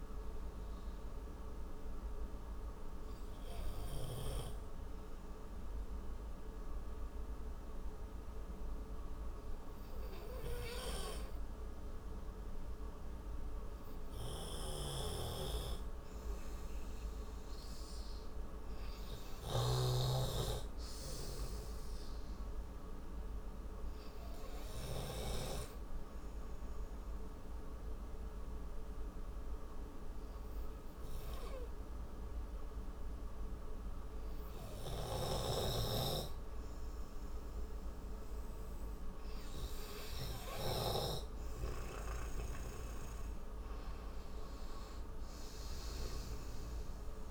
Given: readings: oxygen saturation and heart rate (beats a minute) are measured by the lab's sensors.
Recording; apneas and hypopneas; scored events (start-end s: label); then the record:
breathing in sleep by a room microphone; 2
1.00-13.50 s: obstructive apnea (oxygen 96% before, 90% lowest, heart rate 67 before, 53 extreme, up 8 after)
5.50-12.50 s: oxygen desaturation (device-marked, oxygen 93% before, 90% lowest, heart rate 66 before, 54 extreme)
16.50-19.00 s: arousal
18.50-30.50 s: oxygen desaturation (device-marked, oxygen 99% before, 91% lowest, heart rate 56 before, 53 extreme)
24.50-39.50 s: obstructive apnea (oxygen 99% before, 91% lowest, heart rate 56 before, 53 extreme, up 23 after)
43.00-46.00 s: arousal
From the record:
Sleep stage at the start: N2 (light sleep); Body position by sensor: on the right side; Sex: male